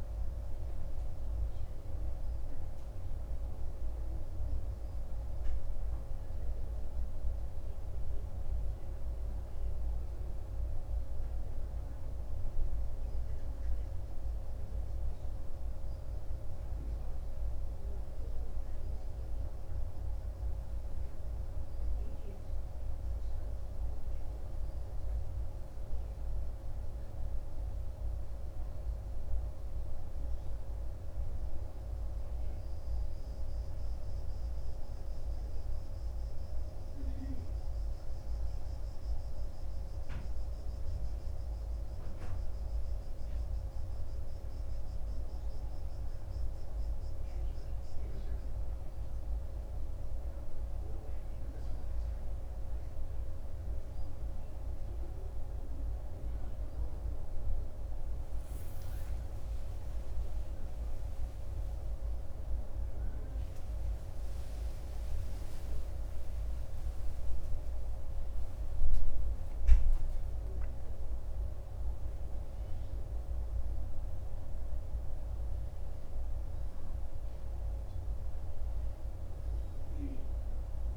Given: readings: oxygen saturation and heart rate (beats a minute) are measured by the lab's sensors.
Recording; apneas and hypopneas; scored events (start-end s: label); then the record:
breathing in sleep, hard to hear, by a room microphone; none
65.50-70.00 s: arousal
From the record:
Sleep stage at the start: N2 (light sleep); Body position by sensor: on the right side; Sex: male